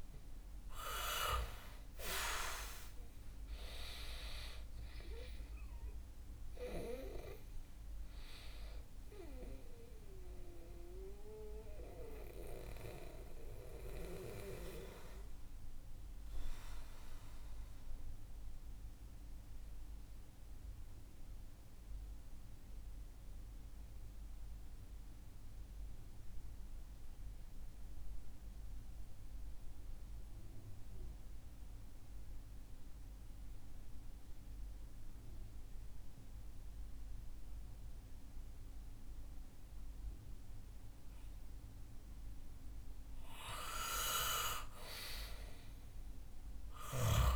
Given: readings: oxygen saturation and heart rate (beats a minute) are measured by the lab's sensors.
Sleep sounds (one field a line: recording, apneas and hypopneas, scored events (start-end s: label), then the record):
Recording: breathing in sleep by a room microphone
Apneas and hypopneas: 1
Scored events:
0.00-2.00 s: arousal
0.00-27.00 s: oxygen desaturation (device-marked, oxygen 91% lowest, heart rate 59 extreme)
9.00-43.00 s: mixed apnea (oxygen 98% before, 91% lowest, heart rate 65 before, 58 extreme, up 5 after)
44.50-47.36 s: arousal
From the record:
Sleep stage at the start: N2 (light sleep)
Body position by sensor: on the back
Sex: male